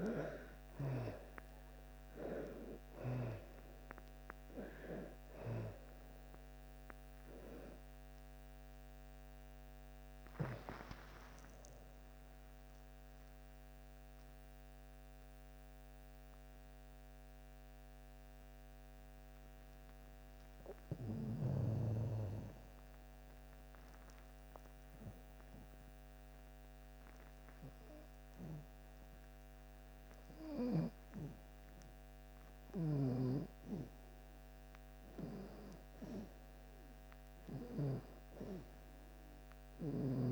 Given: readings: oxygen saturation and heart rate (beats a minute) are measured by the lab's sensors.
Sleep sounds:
breathing in sleep by a microphone on the trachea; 1
0.00-2.00 s: arousal
0.00-23.50 s: oxygen desaturation (device-marked, oxygen 87% lowest)
14.50-29.50 s: obstructive apnea (oxygen 96% before, 87% lowest)
31.50-40.32 s: oxygen desaturation (device-marked, oxygen 98% before, 92% lowest)
From the record:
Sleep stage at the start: N1 (lightest sleep); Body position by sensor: on the back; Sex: female

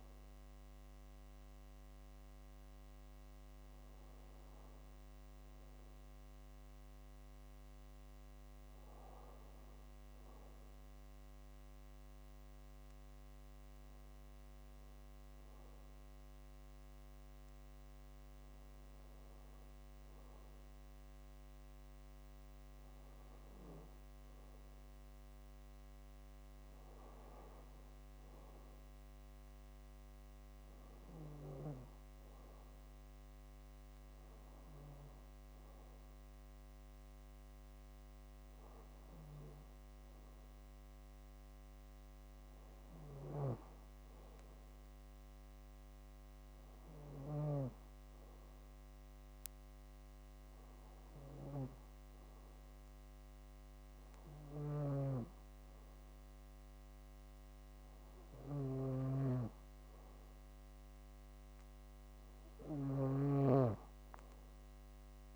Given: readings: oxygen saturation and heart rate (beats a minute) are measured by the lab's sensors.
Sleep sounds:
breathing in sleep by a microphone on the trachea; none
58.50-65.36 s: snoring (device-marked)
From the record:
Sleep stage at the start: N2 (light sleep); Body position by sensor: on the back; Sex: female

